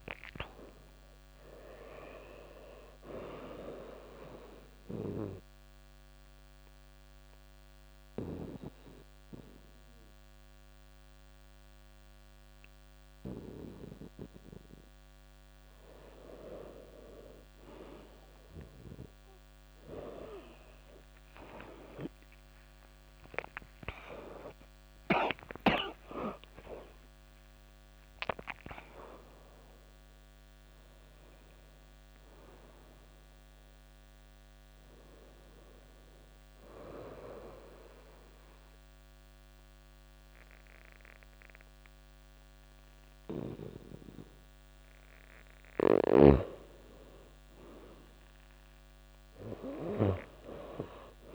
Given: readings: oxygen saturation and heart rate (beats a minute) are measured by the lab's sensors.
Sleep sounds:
breathing in sleep by a microphone on the trachea; 2
4.00-15.50 s: obstructive apnea (oxygen 97% before, 89% lowest, heart rate 88 before, 83 extreme, up 45 after)
4.50-19.50 s: oxygen desaturation (device-marked, oxygen 97% before, 89% lowest, heart rate 88 before, 83 extreme)
17.50-47.50 s: new sleep stage, N1 (lightest sleep)
20.50-25.50 s: arousal
21.50-41.50 s: oxygen desaturation (device-marked, oxygen 97% before, 91% lowest, heart rate 87 before, 84 extreme)
36.00-46.00 s: obstructive apnea (oxygen 97% before, 90% lowest, heart rate 110 before, 84 extreme, up 3 after)
47.50-50.50 s: arousal
47.50-51.35 s: new sleep stage, N2 (light sleep)
From the record:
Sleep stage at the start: N2 (light sleep); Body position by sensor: on the back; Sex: female

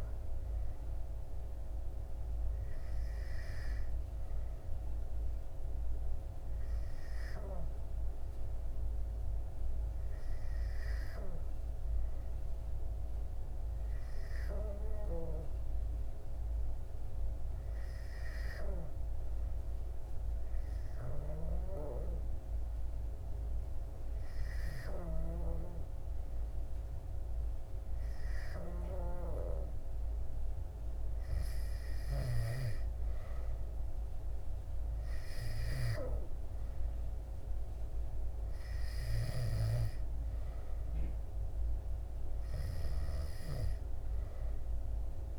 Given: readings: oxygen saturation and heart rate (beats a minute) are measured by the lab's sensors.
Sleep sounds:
breathing in sleep by a room microphone; none
none scored
From the record:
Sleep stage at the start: N2 (light sleep); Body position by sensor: on the back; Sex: male

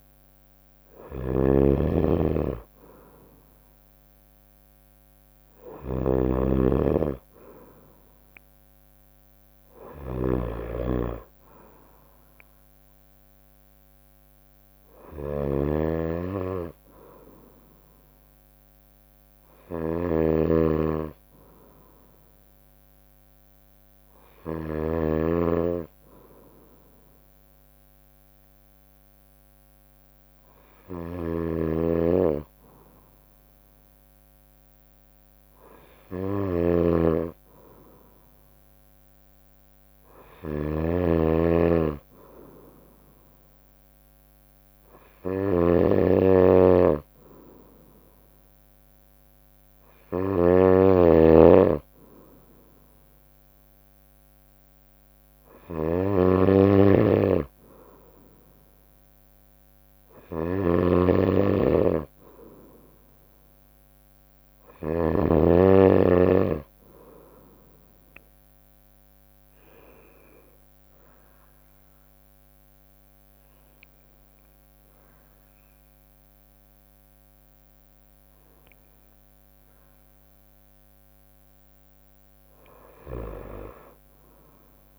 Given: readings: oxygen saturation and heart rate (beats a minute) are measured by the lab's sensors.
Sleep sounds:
breathing in sleep by a microphone on the trachea; none
1.00-24.50 s: snoring (device-marked)
30.50-65.00 s: snoring (device-marked)
70.00-74.00 s: arousal
From the record:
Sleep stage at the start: N2 (light sleep); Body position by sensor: on the right side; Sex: female

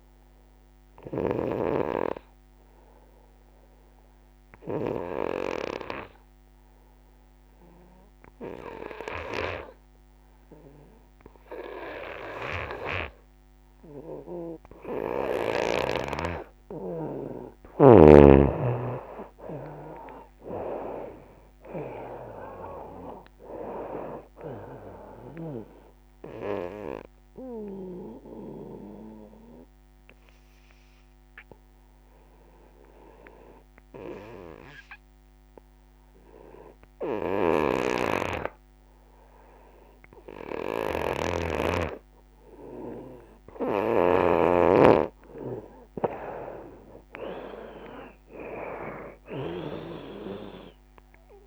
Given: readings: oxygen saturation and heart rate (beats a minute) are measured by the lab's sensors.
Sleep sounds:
breathing in sleep by a microphone on the trachea; 2
0.00-11.50 s: oxygen desaturation (device-marked, oxygen 86% lowest, heart rate 66 extreme)
0.50-17.00 s: obstructive apnea (oxygen 96% before, 85% lowest, heart rate 78 before, 66 extreme, up 18 after)
6.00-8.00 s: long interval between heartbeats (device-marked, heart rate 77 before, 75 extreme)
13.50-40.50 s: oxygen desaturation (device-marked, oxygen 97% before, 85% lowest, heart rate 74 before, 66 extreme)
18.50-22.50 s: arousal
18.50-31.50 s: drop in pulse transit time (device-marked, heart rate 72 before, 76 extreme)
19.00-21.00 s: long interval between heartbeats (device-marked, heart rate 72 before, 77 extreme)
28.00-45.00 s: obstructive apnea (oxygen 97% before, 85% lowest, heart rate 76 before, 66 extreme, up 22 after)
42.50-51.47 s: oxygen desaturation (device-marked, oxygen 96% before, 86% lowest, heart rate 77 before, 64 extreme)
45.50-51.47 s: drop in pulse transit time (device-marked, heart rate 75 before, 78 extreme)
46.50-50.00 s: arousal
From the record:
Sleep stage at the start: N2 (light sleep); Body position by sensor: on the right side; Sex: female

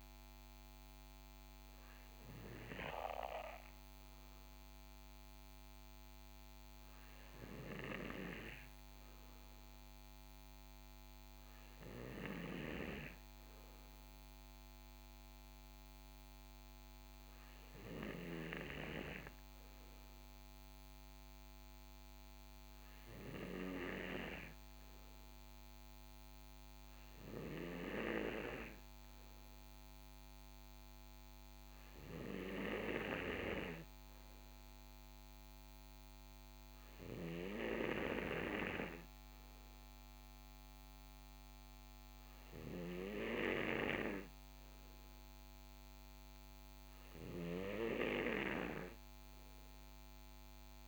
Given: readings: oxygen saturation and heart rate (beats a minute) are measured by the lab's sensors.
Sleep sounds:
breathing in sleep by a microphone on the trachea; 1
21.00-39.00 s: hypopnea (oxygen 94% before, 91% lowest, heart rate 64 before, 63 extreme, up 2 after)
41.00-43.50 s: arousal
From the record:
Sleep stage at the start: N2 (light sleep); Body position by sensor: on the right side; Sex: male

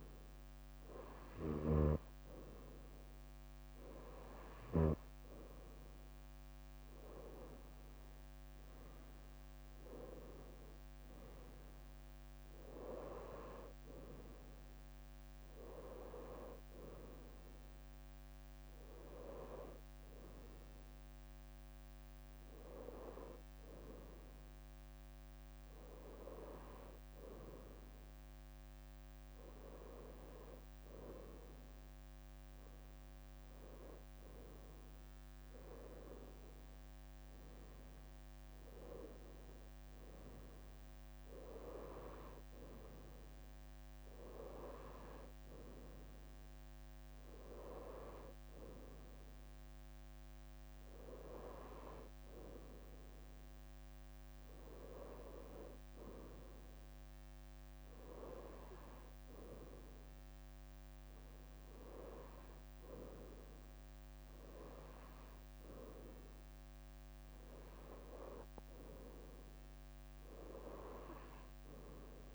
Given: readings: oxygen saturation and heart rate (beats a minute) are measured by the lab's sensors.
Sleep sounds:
breathing in sleep by a microphone on the trachea; none
0.00-3.50 s: leg movement (device-marked)
0.00-5.00 s: snoring (device-marked)
4.00-5.50 s: leg movement (device-marked)
19.00-21.50 s: leg movement (device-marked)
26.50-27.50 s: leg movement (device-marked)
29.50-31.00 s: leg movement (device-marked)
33.00-34.50 s: leg movement (device-marked)
35.50-37.50 s: leg movement (device-marked)
38.50-39.50 s: leg movement (device-marked)
61.00-63.00 s: leg movement (device-marked)
64.50-66.00 s: leg movement (device-marked)
67.00-69.00 s: leg movement (device-marked)
70.00-71.50 s: leg movement (device-marked)
From the record:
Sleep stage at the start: N2 (light sleep); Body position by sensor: on the right side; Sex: female

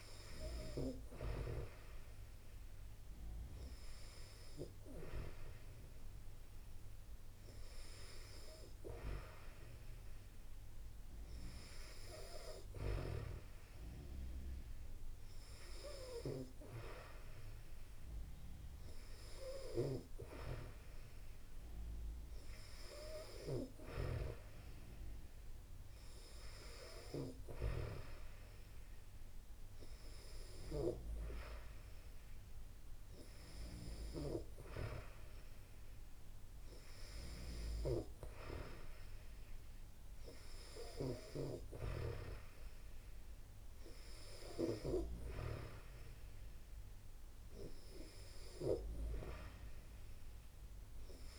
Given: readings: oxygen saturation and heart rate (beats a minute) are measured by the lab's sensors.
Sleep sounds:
breathing in sleep by a room microphone; none
none scored
From the record:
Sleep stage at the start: N2 (light sleep); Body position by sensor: on the back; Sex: female

